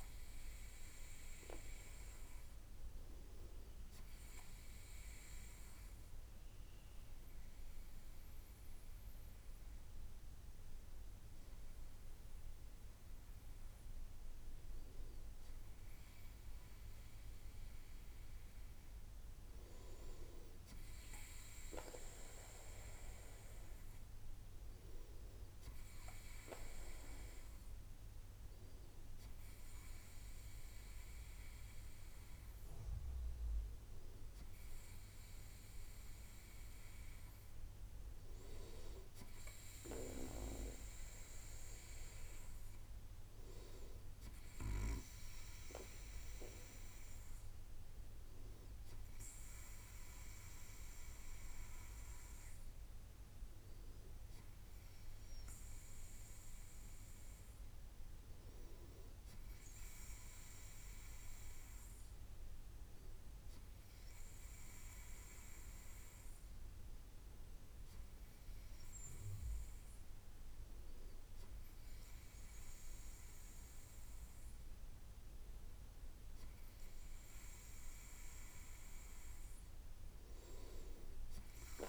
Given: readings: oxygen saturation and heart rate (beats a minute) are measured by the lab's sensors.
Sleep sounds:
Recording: breathing in sleep by a room microphone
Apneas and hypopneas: none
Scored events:
none scored
From the record:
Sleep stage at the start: N2 (light sleep)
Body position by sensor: on the right side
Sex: male

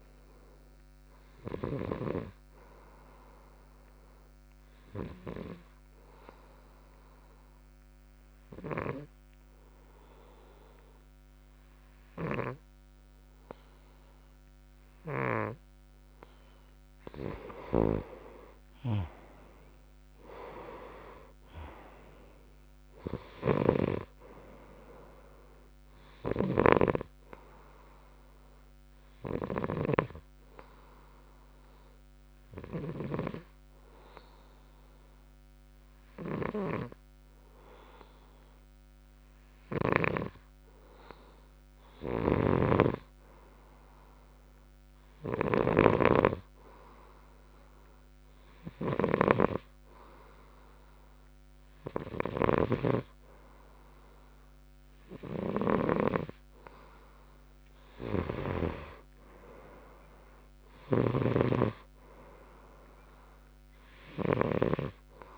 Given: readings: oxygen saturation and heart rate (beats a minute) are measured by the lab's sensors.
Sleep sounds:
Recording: breathing in sleep by a microphone on the trachea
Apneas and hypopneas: 2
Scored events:
3.50-16.00 s: obstructive apnea (oxygen 95% before, 92% lowest)
18.50-23.00 s: arousal
24.00-30.50 s: snoring (device-marked)
30.00-42.50 s: obstructive apnea (oxygen 96% before, 92% lowest)
42.50-50.00 s: snoring (device-marked)
43.00-47.50 s: arousal
From the record:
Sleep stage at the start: N2 (light sleep)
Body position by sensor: on the right side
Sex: male

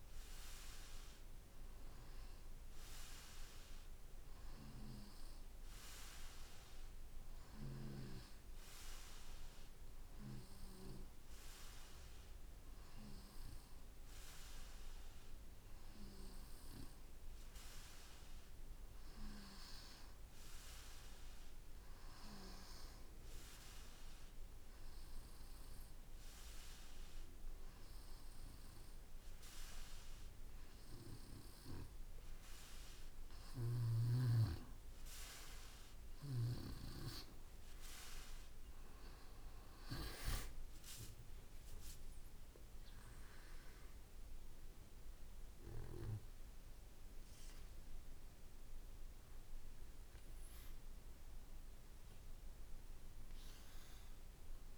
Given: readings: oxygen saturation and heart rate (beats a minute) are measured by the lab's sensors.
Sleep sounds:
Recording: breathing in sleep by a room microphone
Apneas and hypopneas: none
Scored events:
41.00-52.00 s: drop in pulse transit time (device-marked, heart rate 58 before, 56 extreme)
41.50-45.50 s: arousal
From the record:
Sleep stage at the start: N2 (light sleep)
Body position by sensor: on the back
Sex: male

